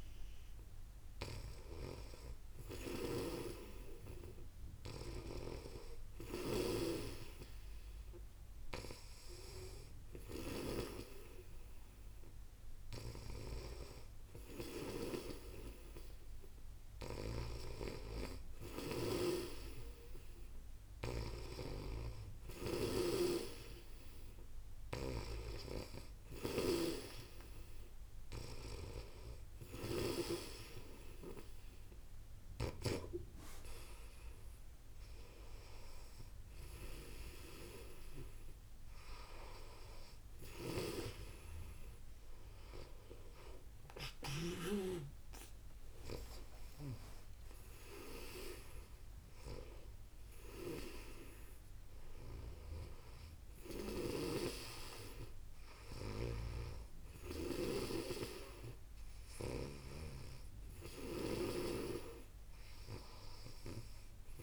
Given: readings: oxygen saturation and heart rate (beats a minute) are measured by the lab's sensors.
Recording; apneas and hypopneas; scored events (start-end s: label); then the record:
breathing in sleep by a room microphone; none
1.00-30.00 s: snoring (device-marked)
40.00-44.00 s: snoring (device-marked)
43.50-48.50 s: arousal
56.00-64.43 s: snoring (device-marked)
From the record:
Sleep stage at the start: N2 (light sleep); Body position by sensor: on the back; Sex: female